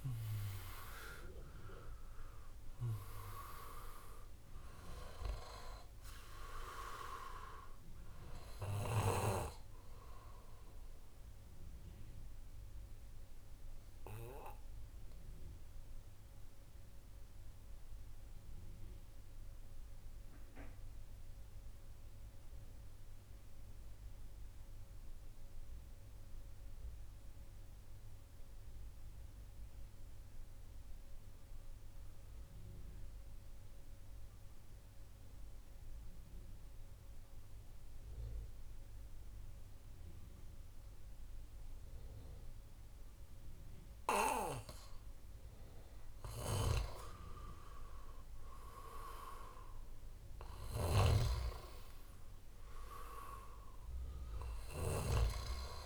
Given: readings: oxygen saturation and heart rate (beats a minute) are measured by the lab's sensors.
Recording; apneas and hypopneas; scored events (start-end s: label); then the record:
breathing in sleep by a room microphone; 1
0.00-20.50 s: oxygen desaturation (device-marked, oxygen 83% lowest, heart rate 62 extreme)
11.00-46.50 s: mixed apnea (oxygen 94% before, 83% lowest, heart rate 68 before, 58 extreme, up 5 after)
36.50-55.86 s: new sleep stage, N3 (deep sleep)
40.50-55.86 s: oxygen desaturation (device-marked, oxygen 98% before, 89% lowest, heart rate 67 before, 58 extreme)
48.00-52.50 s: arousal
From the record:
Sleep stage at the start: N2 (light sleep); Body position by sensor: on the back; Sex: male